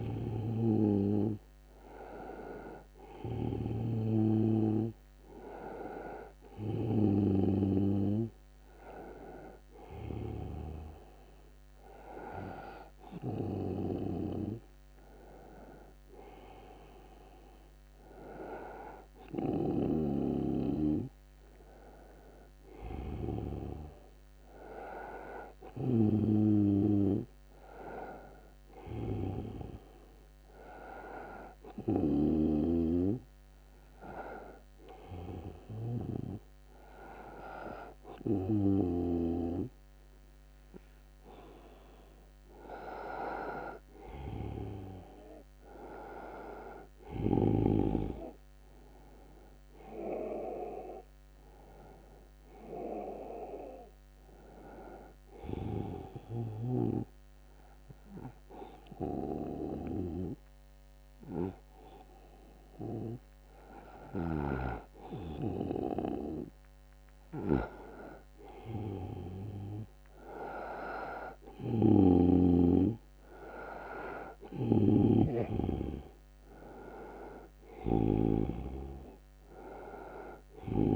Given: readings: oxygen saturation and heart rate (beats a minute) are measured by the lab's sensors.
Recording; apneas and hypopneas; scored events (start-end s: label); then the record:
breathing in sleep by a microphone on the trachea; 2
23.00-26.50 s: arousal
27.00-80.96 s: new sleep stage, N2 (light sleep)
31.00-42.00 s: hypopnea (oxygen 96% before, 93% lowest, heart rate 82 before, 72 extreme, up 5 after)
44.50-47.50 s: arousal
56.50-67.50 s: hypopnea (oxygen 96% before, 91% lowest, heart rate 79 before, 74 extreme, up 7 after)
70.50-74.50 s: arousal
71.50-78.50 s: snoring (device-marked)
From the record:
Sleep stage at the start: N1 (lightest sleep); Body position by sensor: on the right side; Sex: male